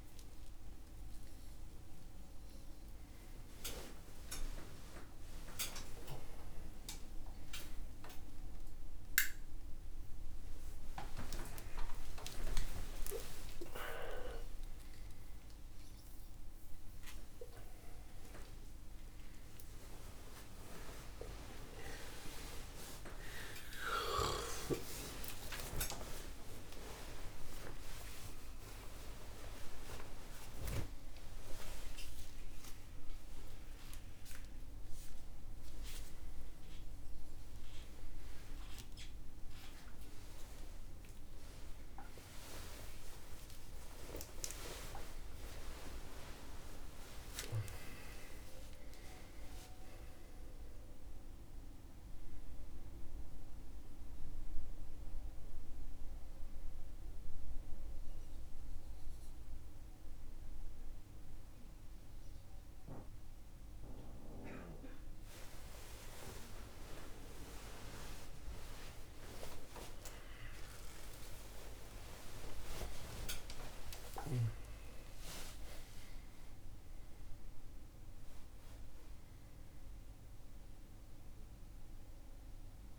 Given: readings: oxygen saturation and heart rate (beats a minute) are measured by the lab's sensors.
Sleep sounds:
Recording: a person awake in a sleep study, by a room microphone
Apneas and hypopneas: none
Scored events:
66.00-82.99 s: new sleep stage, N1 (lightest sleep)
From the record:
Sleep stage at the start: awake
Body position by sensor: on the back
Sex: male

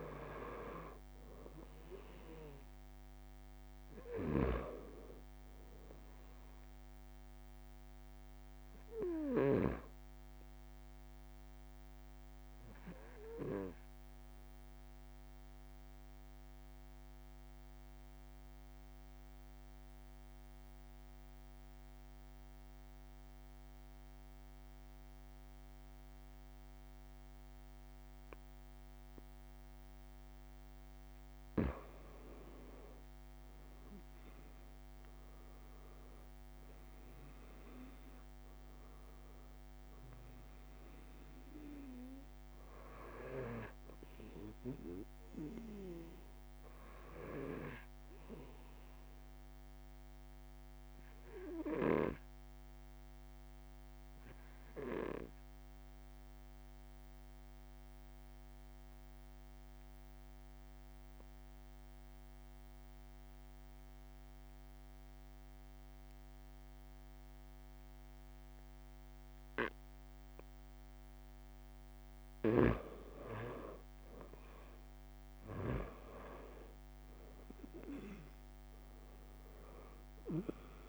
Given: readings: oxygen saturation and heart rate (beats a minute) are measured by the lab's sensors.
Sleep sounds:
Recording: breathing in sleep by a microphone on the trachea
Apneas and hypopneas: 2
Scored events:
0.50-25.50 s: oxygen desaturation (device-marked, oxygen 96% before, 92% lowest)
4.00-9.50 s: snoring (device-marked)
11.00-29.50 s: obstructive apnea (oxygen 97% before, 92% lowest)
17.50-19.50 s: long interval between heartbeats (device-marked)
29.00-31.00 s: long interval between heartbeats (device-marked)
34.00-39.50 s: arousal
38.50-64.50 s: oxygen desaturation (device-marked, oxygen 97% before, 93% lowest)
49.50-70.50 s: obstructive apnea (oxygen 97% before, 93% lowest)
56.50-58.50 s: long interval between heartbeats (device-marked)
62.00-64.00 s: long interval between heartbeats (device-marked)
71.00-73.00 s: long interval between heartbeats (device-marked)
74.50-80.50 s: arousal
79.50-80.89 s: long interval between heartbeats (device-marked)
79.50-80.89 s: oxygen desaturation (device-marked, oxygen 97% before, 93% lowest)
From the record:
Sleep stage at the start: N2 (light sleep)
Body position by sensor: on the back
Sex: male

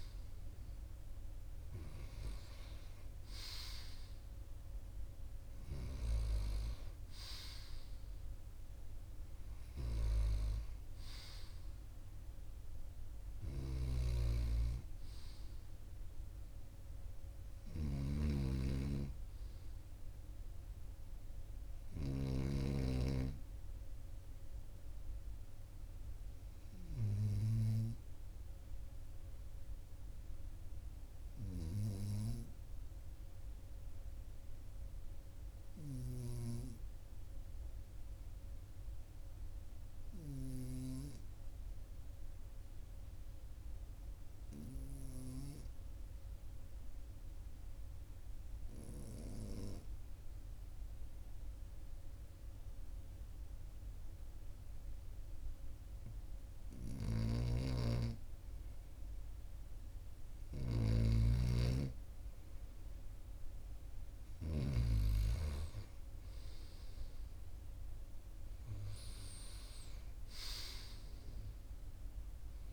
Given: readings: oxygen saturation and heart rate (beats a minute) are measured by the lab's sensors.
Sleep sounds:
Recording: breathing in sleep by a room microphone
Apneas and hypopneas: 1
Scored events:
13.00-22.00 s: snoring (device-marked)
40.00-57.50 s: obstructive apnea (oxygen 98% before, 94% lowest, heart rate 42 before, 39 extreme, up 2 after)
56.50-64.50 s: snoring (device-marked)
59.00-63.00 s: arousal
From the record:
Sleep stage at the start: N2 (light sleep)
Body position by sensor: on the right side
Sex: male

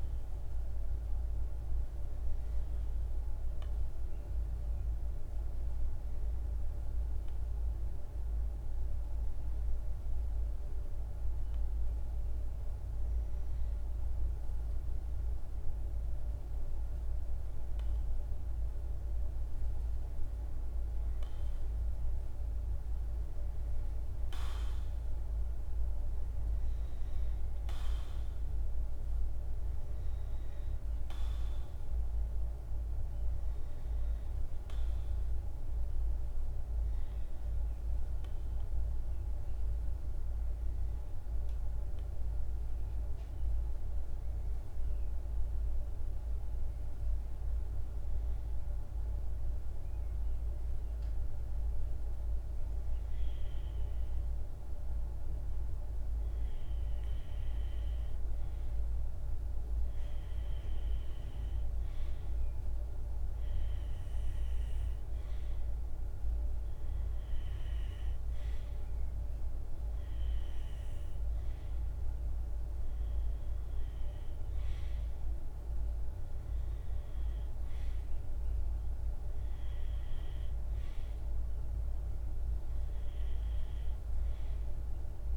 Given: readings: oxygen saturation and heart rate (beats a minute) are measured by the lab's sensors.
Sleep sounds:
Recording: breathing in sleep, hard to hear, by a room microphone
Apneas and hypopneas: 1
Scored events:
0.00-4.50 s: oxygen desaturation (device-marked, oxygen 93% lowest, heart rate 52 extreme)
13.00-17.00 s: arousal
40.00-53.00 s: hypopnea (oxygen 96% before, 91% lowest, heart rate 53 before, 53 extreme, up 1 after)
51.50-85.37 s: new sleep stage, REM sleep
55.50-60.50 s: arousal
59.50-77.50 s: oxygen desaturation (device-marked, oxygen 97% before, 91% lowest, heart rate 54 before, 52 extreme)
From the record:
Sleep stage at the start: N2 (light sleep)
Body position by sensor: on the right side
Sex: male

